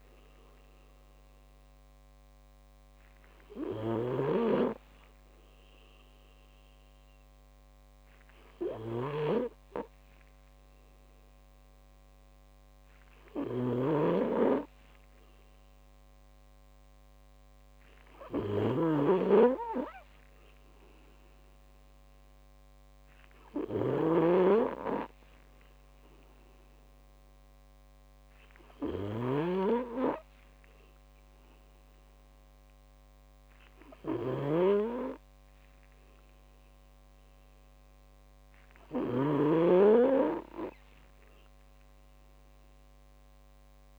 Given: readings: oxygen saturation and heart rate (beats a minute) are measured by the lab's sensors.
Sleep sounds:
breathing in sleep by a microphone on the trachea; none
0.00-43.99 s: snoring (device-marked)
From the record:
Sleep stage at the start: N2 (light sleep); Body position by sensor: on the back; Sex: male

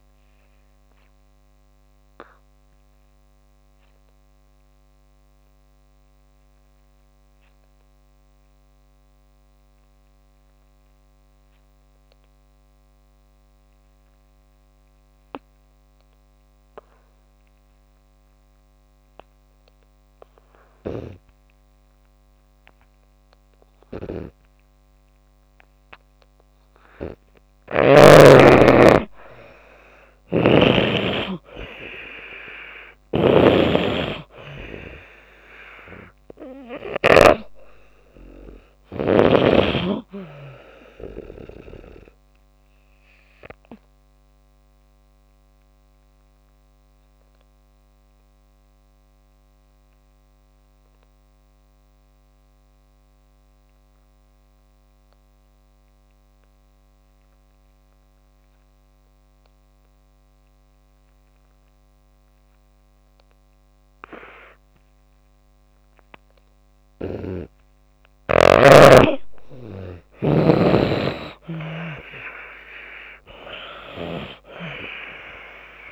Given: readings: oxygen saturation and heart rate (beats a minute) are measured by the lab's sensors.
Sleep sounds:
breathing in sleep by a microphone on the trachea; 2
1.00-27.00 s: obstructive apnea (oxygen 96% before, 83% lowest)
8.50-22.50 s: oxygen desaturation (device-marked, oxygen 93% before, 83% lowest)
30.00-33.00 s: arousal
30.00-37.00 s: snoring (device-marked)
38.50-65.50 s: oxygen desaturation (device-marked, oxygen 96% before, 84% lowest)
42.50-66.50 s: obstructive apnea (oxygen 97% before, 82% lowest)
69.00-72.00 s: arousal
73.50-75.92 s: oxygen desaturation (device-marked, oxygen 97% before, 82% lowest)
From the record:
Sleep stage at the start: N2 (light sleep); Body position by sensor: on the back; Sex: female

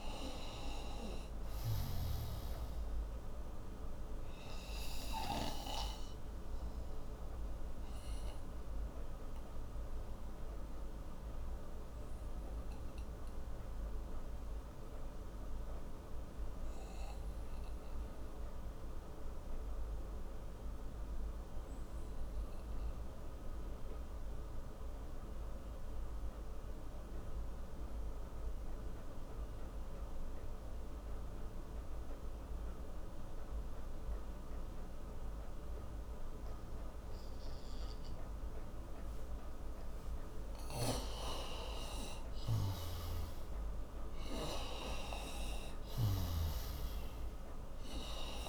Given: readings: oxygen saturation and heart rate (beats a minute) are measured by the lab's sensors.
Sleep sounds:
breathing in sleep by a room microphone; 1
0.00-21.00 s: oxygen desaturation (device-marked, oxygen 89% lowest)
7.00-40.00 s: obstructive apnea (oxygen 97% before, 89% lowest)
40.00-48.49 s: oxygen desaturation (device-marked, oxygen 97% before, 89% lowest)
40.50-48.49 s: snoring (device-marked)
41.00-45.00 s: arousal
From the record:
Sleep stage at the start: N2 (light sleep); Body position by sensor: on the right side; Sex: male

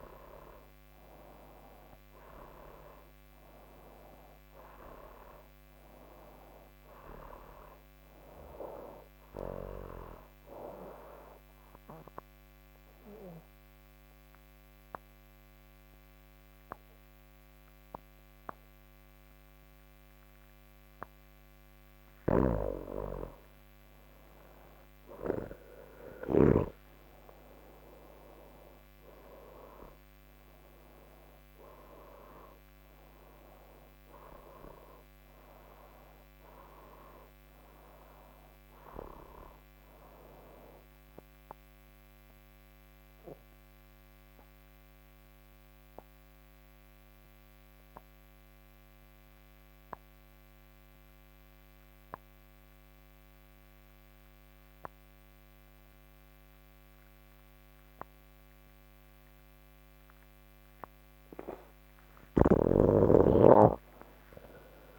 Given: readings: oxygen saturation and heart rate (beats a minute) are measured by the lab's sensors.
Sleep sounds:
breathing in sleep by a microphone on the trachea; none
27.00-49.00 s: oxygen desaturation (device-marked, oxygen 96% before, 91% lowest, heart rate 77 before, 73 extreme)
35.00-64.99 s: new sleep stage, N1 (lightest sleep)
58.00-64.99 s: oxygen desaturation (device-marked, oxygen 98% before, 87% lowest, heart rate 76 before, 72 extreme)
From the record:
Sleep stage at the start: N3 (deep sleep); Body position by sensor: on the back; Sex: male

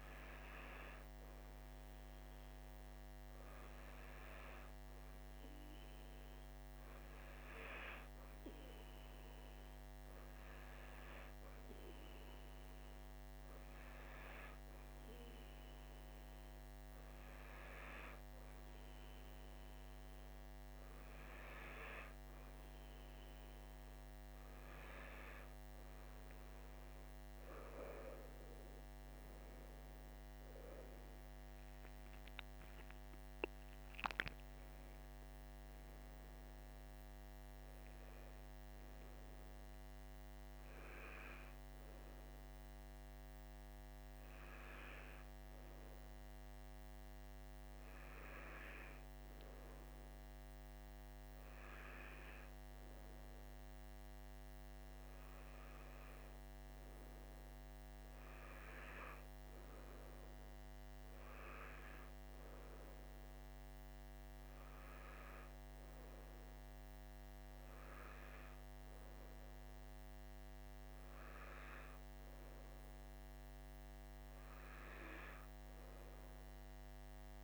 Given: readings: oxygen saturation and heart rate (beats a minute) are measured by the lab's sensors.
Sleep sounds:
breathing in sleep by a microphone on the trachea; none
32.50-36.00 s: arousal
35.50-45.50 s: oxygen desaturation (device-marked, oxygen 96% before, 92% lowest, heart rate 55 before, 46 extreme)
From the record:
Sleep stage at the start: N2 (light sleep); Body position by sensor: on the right side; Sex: male

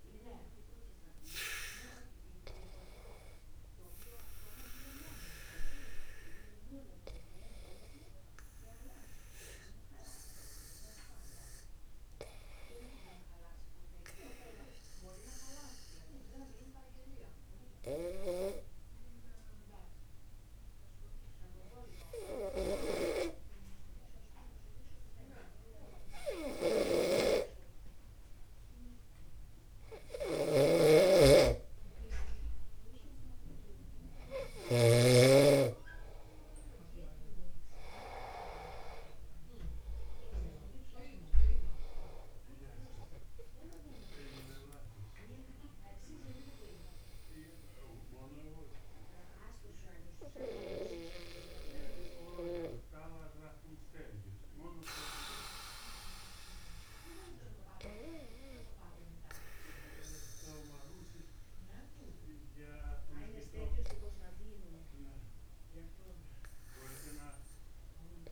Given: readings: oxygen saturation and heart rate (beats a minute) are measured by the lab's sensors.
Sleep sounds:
breathing in sleep by a room microphone; 1
10.00-31.00 s: obstructive apnea (oxygen 96% before, 94% lowest, heart rate 56 before, 50 extreme, up 0 after)
23.00-35.50 s: snoring (device-marked)
34.50-39.00 s: arousal
63.00-67.00 s: arousal
From the record:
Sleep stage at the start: N2 (light sleep); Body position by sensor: upright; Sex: male

